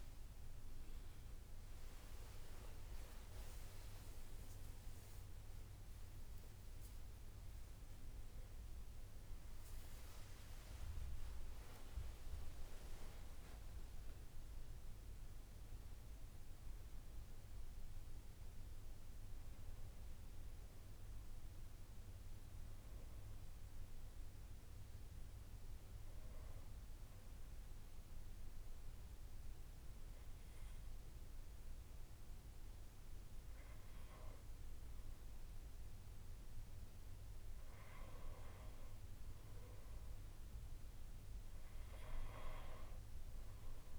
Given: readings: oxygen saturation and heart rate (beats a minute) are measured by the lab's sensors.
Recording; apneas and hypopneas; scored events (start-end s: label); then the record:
breathing in sleep, hard to hear, by a room microphone; 1
0.00-2.00 s: arousal
0.00-9.00 s: oxygen desaturation (device-marked, oxygen 93% lowest, heart rate 64 extreme)
11.00-13.00 s: long interval between heartbeats (device-marked, heart rate 69 before, 79 extreme)
19.00-23.00 s: arousal
26.00-36.00 s: hypopnea (oxygen 96% before, 93% lowest, heart rate 77 before, 64 extreme, up 4 after)
38.00-42.00 s: arousal
40.00-43.99 s: new sleep stage, N2 (light sleep)
From the record:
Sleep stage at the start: N1 (lightest sleep); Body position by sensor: on the back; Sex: male